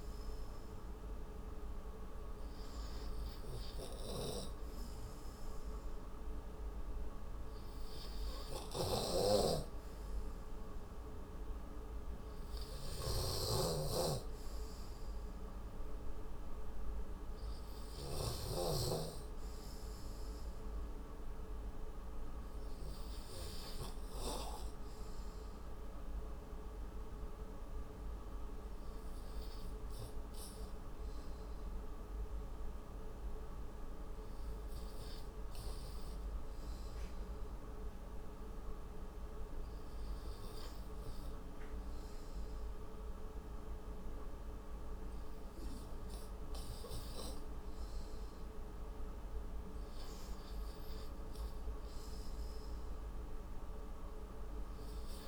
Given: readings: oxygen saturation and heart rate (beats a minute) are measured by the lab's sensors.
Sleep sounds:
breathing in sleep by a room microphone; 1
7.00-14.00 s: oxygen desaturation (device-marked, oxygen 94% before, 91% lowest, heart rate 79 before, 67 extreme)
13.50-19.00 s: snoring (device-marked)
28.00-47.00 s: hypopnea (oxygen 95% before, 91% lowest, heart rate 81 before, 53 extreme, up 4 after)
50.00-53.00 s: arousal
From the record:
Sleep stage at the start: N2 (light sleep); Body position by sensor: on the right side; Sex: male

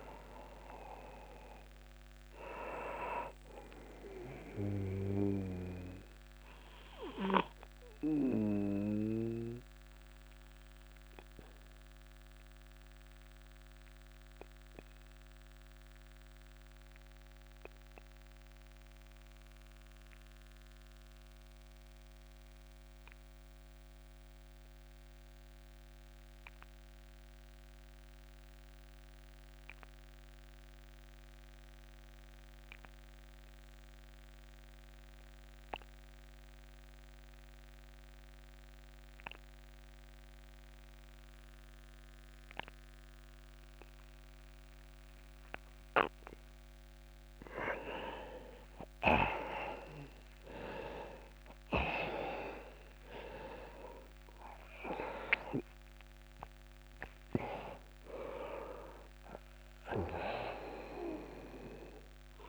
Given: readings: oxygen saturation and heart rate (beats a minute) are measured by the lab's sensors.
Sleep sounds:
breathing in sleep by a microphone on the trachea; 1
0.00-27.50 s: oxygen desaturation (device-marked, oxygen 83% lowest)
5.50-46.50 s: obstructive apnea (oxygen 98% before, 83% lowest)
43.50-62.48 s: oxygen desaturation (device-marked, oxygen 99% before, 86% lowest)
49.00-52.50 s: arousal
From the record:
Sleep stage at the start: REM sleep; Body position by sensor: on the back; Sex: male

